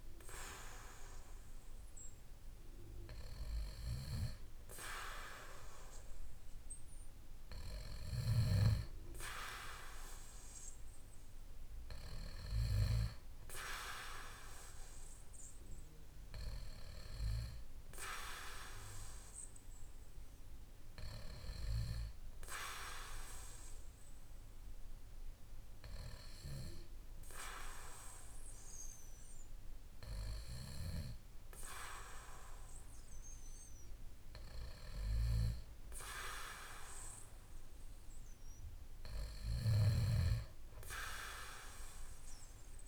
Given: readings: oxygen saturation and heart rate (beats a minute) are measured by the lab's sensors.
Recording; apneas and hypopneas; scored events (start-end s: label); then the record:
breathing in sleep by a room microphone; none
none scored
From the record:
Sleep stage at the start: N2 (light sleep); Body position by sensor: on the back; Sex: male